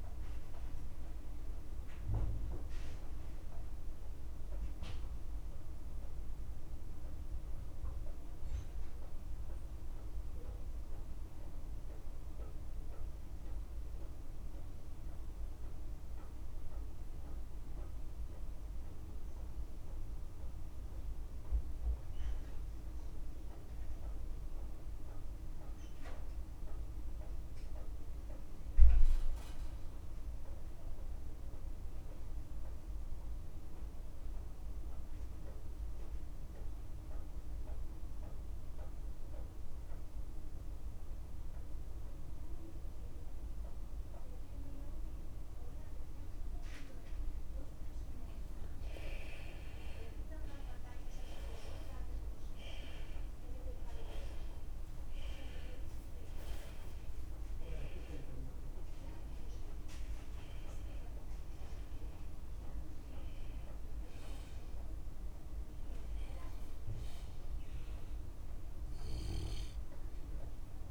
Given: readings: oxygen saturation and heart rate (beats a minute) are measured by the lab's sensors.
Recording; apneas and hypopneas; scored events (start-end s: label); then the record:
breathing in sleep by a room microphone; 1
0.00-17.50 s: oxygen desaturation (device-marked, oxygen 88% lowest, heart rate 35 extreme)
1.00-46.00 s: mixed apnea (oxygen 97% before, 83% lowest, heart rate 50 before, 37 extreme)
31.50-70.91 s: oxygen desaturation (device-marked, oxygen 97% before, 83% lowest, heart rate 52 before, 37 extreme)
38.50-45.50 s: tachycardia (device-marked, heart rate 54 before, 148 extreme)
40.00-42.00 s: long interval between heartbeats (device-marked, heart rate 54 before, 81 extreme)
42.00-44.00 s: long interval between heartbeats (device-marked, heart rate 58 before, 117 extreme)
46.00-48.00 s: long interval between heartbeats (device-marked, heart rate 75 before, 133 extreme)
48.50-50.50 s: long interval between heartbeats (device-marked, heart rate 86 before, 90 extreme)
49.50-54.00 s: arousal
51.50-53.50 s: long interval between heartbeats (device-marked, heart rate 90 before, 67 extreme)
54.50-56.50 s: long interval between heartbeats (device-marked, heart rate 91 before, 49 extreme)
57.50-59.50 s: long interval between heartbeats (device-marked, heart rate 89 before, 40 extreme)
62.50-64.50 s: long interval between heartbeats (device-marked, heart rate 78 before, 49 extreme)
From the record:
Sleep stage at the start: N2 (light sleep); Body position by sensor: on the left side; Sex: male